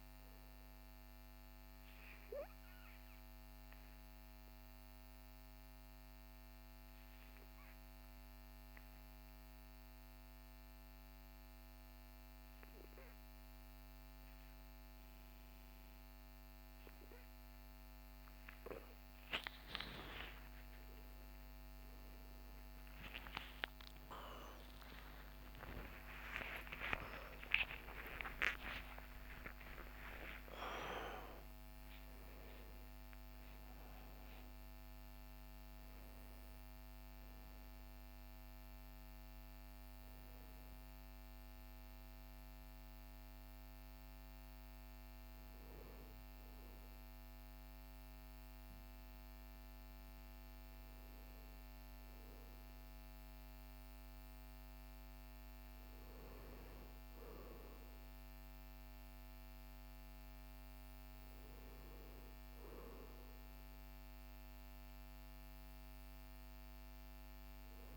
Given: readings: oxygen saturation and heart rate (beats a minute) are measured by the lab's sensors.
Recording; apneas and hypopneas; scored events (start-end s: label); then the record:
a person partly awake in a sleep study, by a microphone on the trachea; 1
0.00-20.50 s: oxygen desaturation (device-marked, oxygen 92% lowest, heart rate 44 extreme)
4.00-19.00 s: obstructive apnea (oxygen 97% before, 92% lowest, heart rate 56 before, 44 extreme)
22.50-52.50 s: new sleep stage, awake
31.50-38.50 s: oxygen desaturation (device-marked, oxygen 97% before, 92% lowest, heart rate 83 before, 43 extreme)
52.50-67.97 s: new sleep stage, N2 (light sleep)
From the record:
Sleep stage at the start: N2 (light sleep); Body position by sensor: on the right side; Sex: male